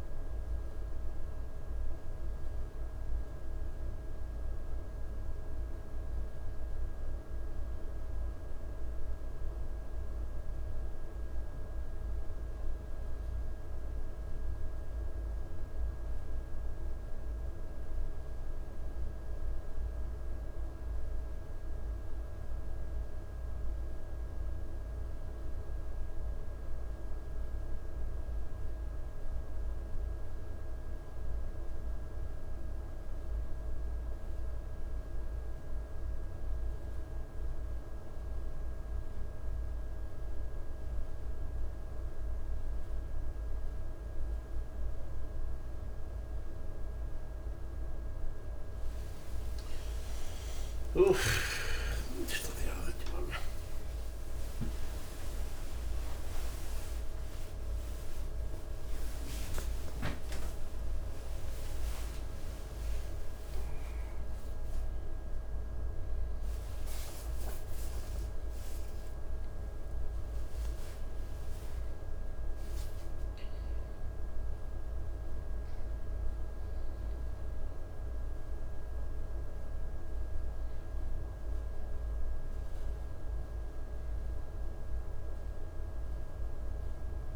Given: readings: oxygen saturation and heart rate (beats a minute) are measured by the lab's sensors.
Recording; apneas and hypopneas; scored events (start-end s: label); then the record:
a person partly awake in a sleep study, hard to hear, by a room microphone; none
46.50-57.50 s: tachycardia (device-marked, heart rate 65 before, 176 extreme)
47.50-77.50 s: new sleep stage, awake
58.50-65.50 s: tachycardia (device-marked, heart rate 67 before, 125 extreme)
77.50-87.35 s: new sleep stage, N1 (lightest sleep)
83.50-87.35 s: oxygen desaturation (device-marked, oxygen 98% before, 94% lowest, heart rate 81 before, 60 extreme)
From the record:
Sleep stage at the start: N1 (lightest sleep); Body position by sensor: on the back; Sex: male